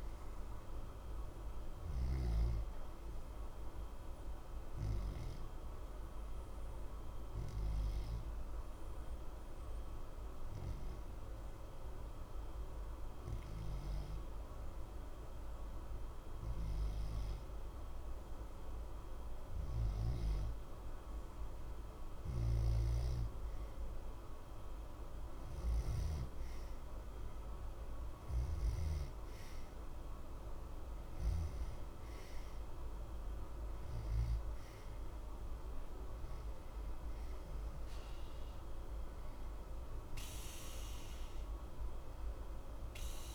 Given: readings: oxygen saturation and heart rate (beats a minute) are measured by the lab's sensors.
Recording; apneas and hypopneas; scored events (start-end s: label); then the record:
breathing in sleep, hard to hear, by a room microphone; 1
0.00-17.50 s: oxygen desaturation (device-marked, oxygen 87% lowest, heart rate 60 extreme)
5.00-18.50 s: obstructive apnea (oxygen 92% before, 88% lowest, heart rate 60 before, 60 extreme, up 0 after)
22.50-27.00 s: arousal
30.50-43.35 s: oxygen desaturation (device-marked, oxygen 92% before, 89% lowest, heart rate 60 before, 60 extreme)
From the record:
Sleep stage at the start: N2 (light sleep); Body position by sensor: on the back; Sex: male